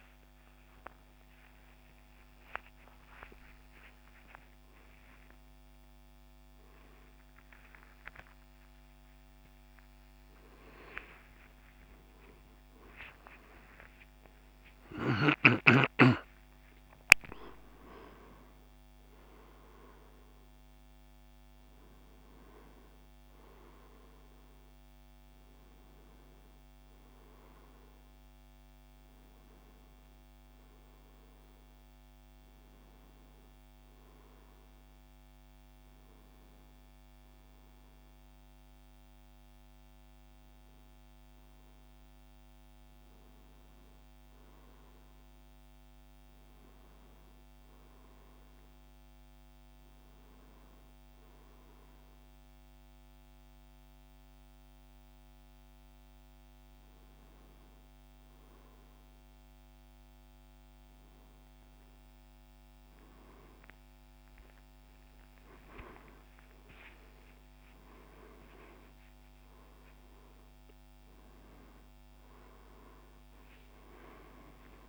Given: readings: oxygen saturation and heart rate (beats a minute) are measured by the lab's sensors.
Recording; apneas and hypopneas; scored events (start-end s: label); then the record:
a person awake in a sleep study, by a microphone on the trachea; none
none scored
From the record:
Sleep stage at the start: awake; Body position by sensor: on the right side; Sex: male